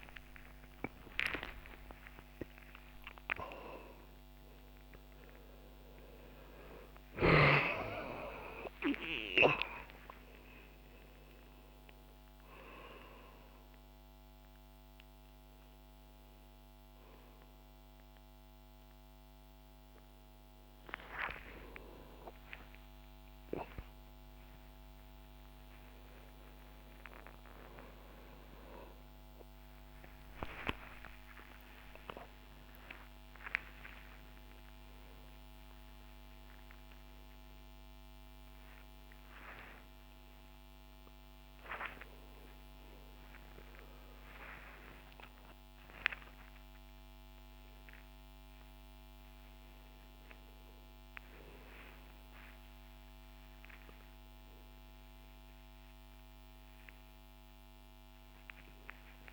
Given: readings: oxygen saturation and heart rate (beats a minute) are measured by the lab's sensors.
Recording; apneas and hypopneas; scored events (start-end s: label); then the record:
a person awake in a sleep study, by a microphone on the trachea; none
16.50-31.50 s: oxygen desaturation (device-marked, oxygen 96% before, 90% lowest, heart rate 98 before, 79 extreme)
From the record:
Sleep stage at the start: awake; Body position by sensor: on the back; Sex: male